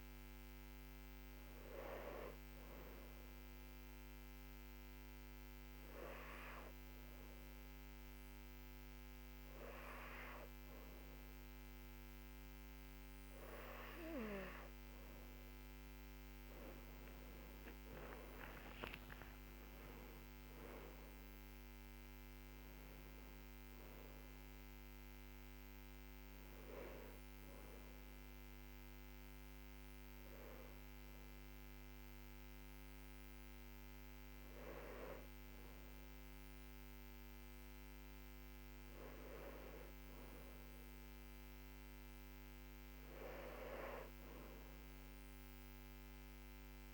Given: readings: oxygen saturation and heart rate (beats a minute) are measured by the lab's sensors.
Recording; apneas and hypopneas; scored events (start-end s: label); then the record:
breathing in sleep by a microphone on the trachea; 2
0.00-11.00 s: oxygen desaturation (device-marked, oxygen 93% lowest, heart rate 61 extreme)
2.00-15.50 s: obstructive apnea (oxygen 97% before, 94% lowest, heart rate 72 before, 61 extreme, up 14 after)
17.00-21.50 s: arousal
29.00-40.50 s: hypopnea (oxygen 97% before, 94% lowest, heart rate 70 before, 65 extreme, up 4 after)
From the record:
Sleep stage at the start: N2 (light sleep); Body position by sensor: on the back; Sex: female